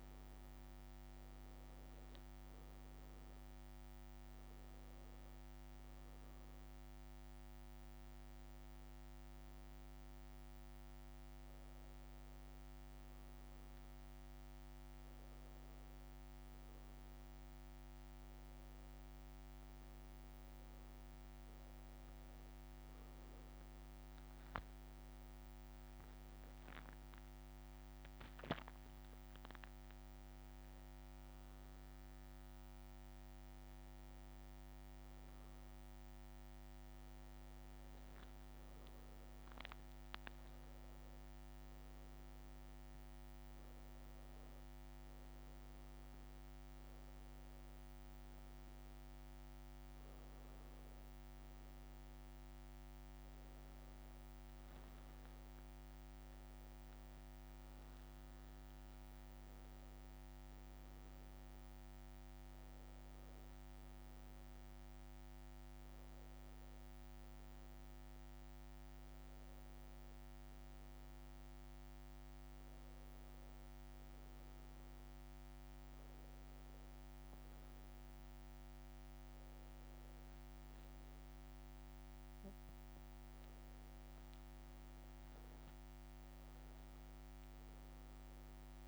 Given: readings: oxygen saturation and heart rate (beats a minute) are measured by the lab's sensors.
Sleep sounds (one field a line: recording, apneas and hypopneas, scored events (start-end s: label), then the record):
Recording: breathing in sleep, hard to hear, by a microphone on the trachea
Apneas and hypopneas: none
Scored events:
20.50-25.00 s: arousal
87.00-88.88 s: arousal
From the record:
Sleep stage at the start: N2 (light sleep)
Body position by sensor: on the back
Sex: male